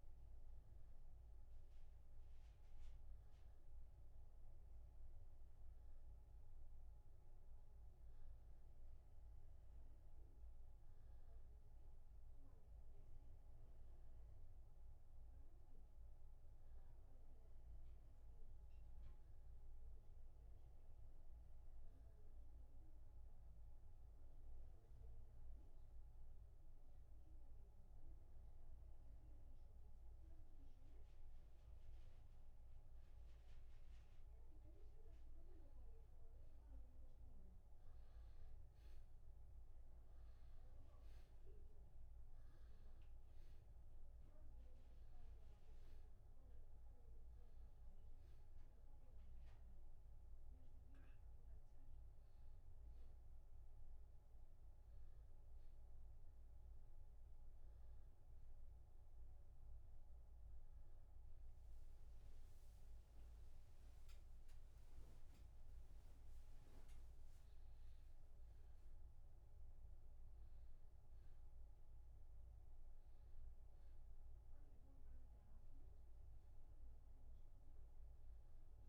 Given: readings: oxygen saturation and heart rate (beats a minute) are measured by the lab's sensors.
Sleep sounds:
a person partly awake in a sleep study, hard to hear, by a room microphone; 1
13.00-17.50 s: arousal
20.50-31.50 s: hypopnea (oxygen 95% before, 92% lowest)
46.50-76.50 s: new sleep stage, awake
73.50-78.89 s: oxygen desaturation (device-marked, oxygen 97% before, 94% lowest)
76.50-78.89 s: new sleep stage, N1 (lightest sleep)
From the record:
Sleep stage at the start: N1 (lightest sleep); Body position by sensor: on the back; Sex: male

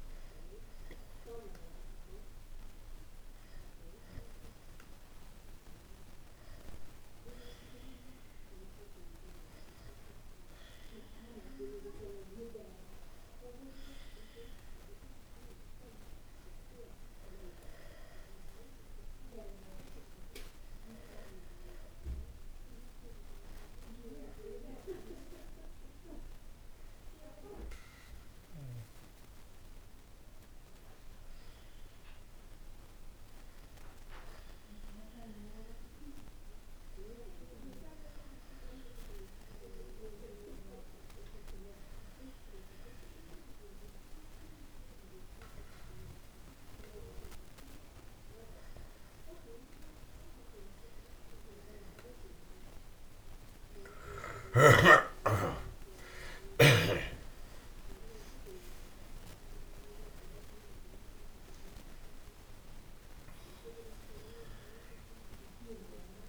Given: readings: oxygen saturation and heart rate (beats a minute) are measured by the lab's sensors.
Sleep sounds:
breathing in sleep by a room microphone; none
55.50-63.00 s: arousal
From the record:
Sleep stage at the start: N1 (lightest sleep); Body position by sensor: on the back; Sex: male

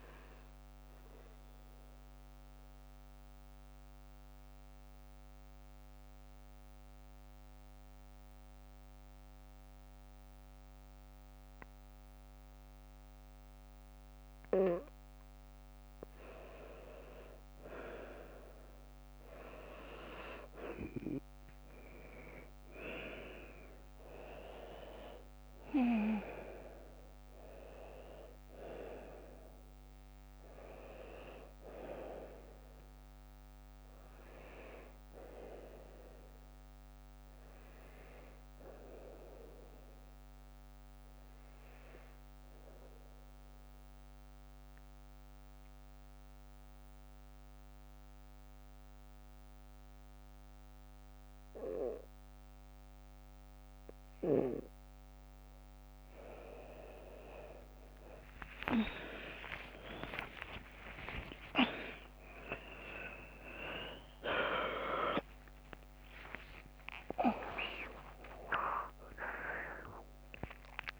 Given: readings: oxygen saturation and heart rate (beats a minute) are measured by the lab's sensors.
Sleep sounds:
breathing in sleep by a microphone on the trachea; 2
0.00-10.00 s: oxygen desaturation (device-marked, oxygen 90% lowest, heart rate 53 extreme)
1.50-15.50 s: obstructive apnea (oxygen 99% before, 91% lowest, heart rate 65 before, 55 extreme, up 9 after)
17.50-21.50 s: arousal
24.00-46.00 s: oxygen desaturation (device-marked, oxygen 98% before, 93% lowest, heart rate 59 before, 54 extreme)
42.00-55.50 s: obstructive apnea (oxygen 99% before, 90% lowest, heart rate 61 before, 58 extreme, up 31 after)
58.50-65.00 s: arousal
60.00-70.99 s: oxygen desaturation (device-marked, oxygen 98% before, 93% lowest, heart rate 60 before, 52 extreme)
61.00-63.00 s: long interval between heartbeats (device-marked, heart rate 60 before, 88 extreme)
64.00-70.00 s: tachycardia (device-marked, heart rate 62 before, 104 extreme)
67.00-69.00 s: long interval between heartbeats (device-marked, heart rate 70 before, 102 extreme)
From the record:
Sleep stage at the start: N2 (light sleep); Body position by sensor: on the right side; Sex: female

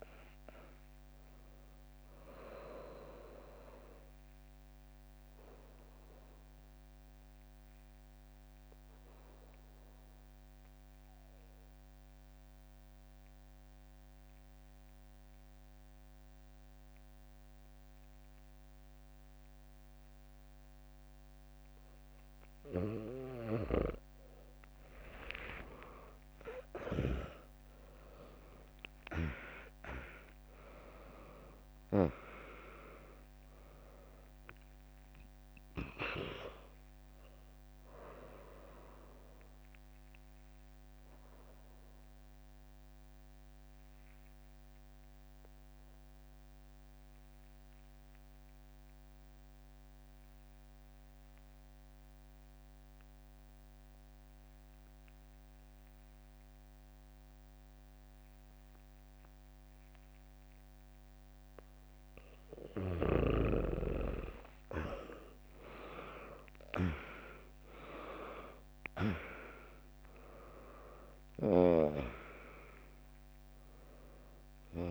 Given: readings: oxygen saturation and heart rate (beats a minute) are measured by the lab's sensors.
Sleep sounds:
breathing in sleep by a microphone on the trachea; 2
0.00-6.50 s: drop in pulse transit time (device-marked, heart rate 62 extreme)
0.00-20.50 s: oxygen desaturation (device-marked, oxygen 96% lowest, heart rate 61 extreme)
4.50-23.50 s: obstructive apnea (oxygen 100% before, 96% lowest, heart rate 67 before, 63 extreme, up 0 after)
24.50-30.00 s: arousal
27.50-40.50 s: drop in pulse transit time (device-marked, heart rate 64 before, 63 extreme)
40.50-61.50 s: obstructive apnea (oxygen 100% before, 95% lowest, heart rate 69 before, 58 extreme, up 9 after)
57.50-60.50 s: bradycardia (device-marked, heart rate 71 before, 61 extreme)
64.00-69.50 s: arousal
64.50-74.91 s: oxygen desaturation (device-marked, oxygen 100% before, 95% lowest, heart rate 70 before, 74 extreme)
67.50-74.91 s: drop in pulse transit time (device-marked, heart rate 68 before, 64 extreme)
From the record:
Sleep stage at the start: N2 (light sleep); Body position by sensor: on the back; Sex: female

